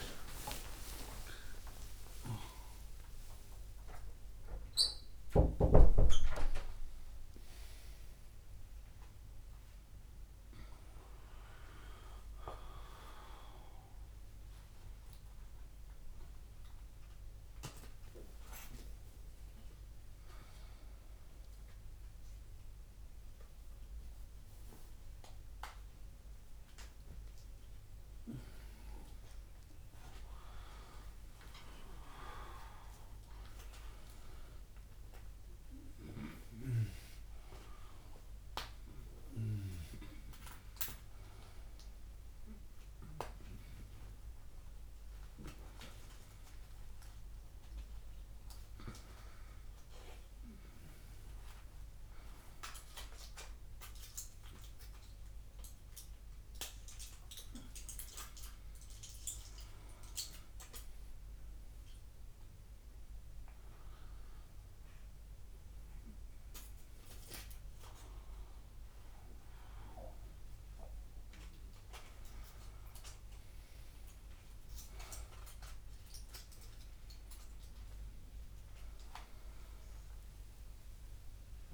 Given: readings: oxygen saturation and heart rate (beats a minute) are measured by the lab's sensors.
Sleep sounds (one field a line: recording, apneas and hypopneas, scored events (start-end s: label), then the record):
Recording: a person awake in a sleep study, by a room microphone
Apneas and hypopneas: none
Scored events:
none scored
From the record:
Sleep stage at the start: awake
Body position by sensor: on the right side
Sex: male